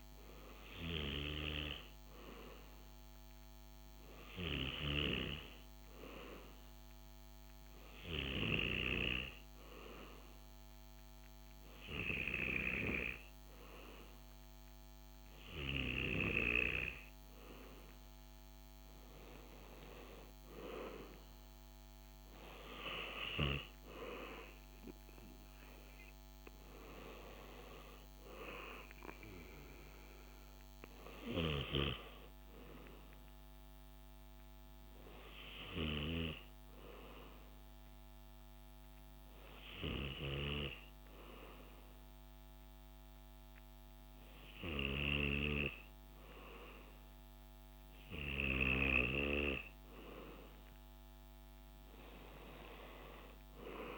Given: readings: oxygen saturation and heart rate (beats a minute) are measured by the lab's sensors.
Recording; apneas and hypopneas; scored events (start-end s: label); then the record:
breathing in sleep by a microphone on the trachea; none
15.50-38.50 s: oxygen desaturation (device-marked, oxygen 97% before, 93% lowest, heart rate 71 before, 63 extreme)
From the record:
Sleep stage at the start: N2 (light sleep); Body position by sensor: on the back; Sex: male